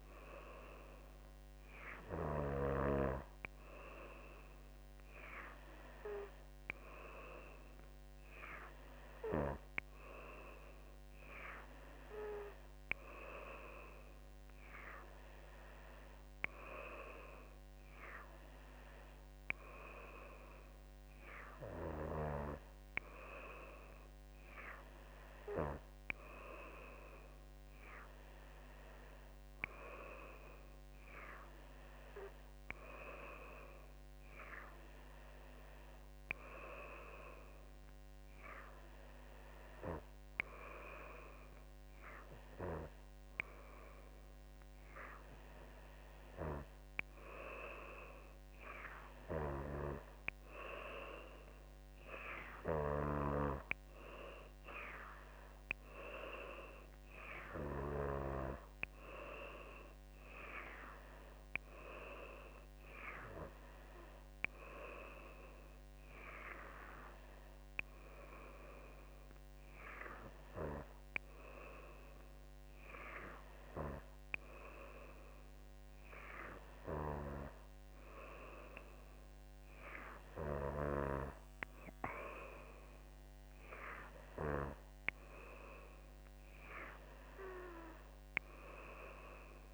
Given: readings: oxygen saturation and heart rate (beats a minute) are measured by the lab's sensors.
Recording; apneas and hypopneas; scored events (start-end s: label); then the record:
breathing in sleep by a microphone on the trachea; none
none scored
From the record:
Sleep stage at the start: N2 (light sleep); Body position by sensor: on the back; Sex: female